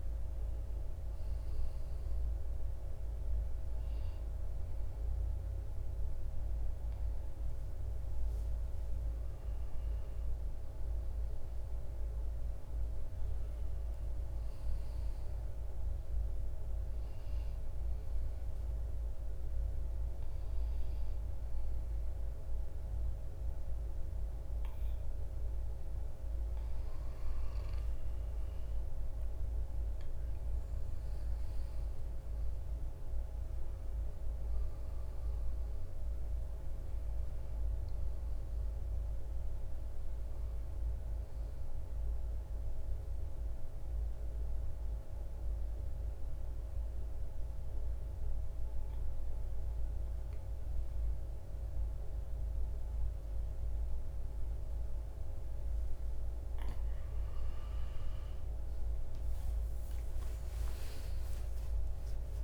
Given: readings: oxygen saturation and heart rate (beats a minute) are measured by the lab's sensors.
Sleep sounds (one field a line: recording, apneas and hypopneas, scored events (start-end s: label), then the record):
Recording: breathing in sleep, hard to hear, by a room microphone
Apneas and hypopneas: 2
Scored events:
15.00-26.00 s: obstructive apnea (oxygen 97% before, 91% lowest, heart rate 67 before, 53 extreme, up 10 after)
30.00-34.50 s: arousal
41.00-55.50 s: central apnea (oxygen 96% before, 91% lowest, heart rate 60 before, 52 extreme, up 25 after)
59.00-62.44 s: arousal
From the record:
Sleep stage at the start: N2 (light sleep)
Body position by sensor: on the back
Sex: male